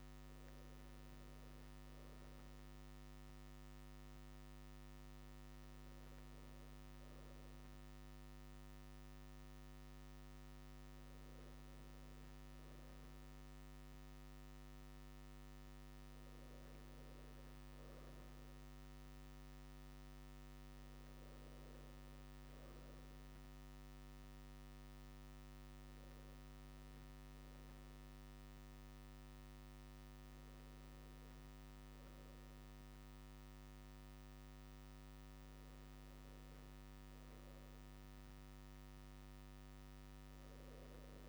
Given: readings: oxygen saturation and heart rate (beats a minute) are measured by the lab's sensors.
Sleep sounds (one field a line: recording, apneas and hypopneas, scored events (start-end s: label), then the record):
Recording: breathing in sleep, hard to hear, by a microphone on the trachea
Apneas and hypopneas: none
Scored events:
none scored
From the record:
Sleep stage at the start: N2 (light sleep)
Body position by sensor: on the right side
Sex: male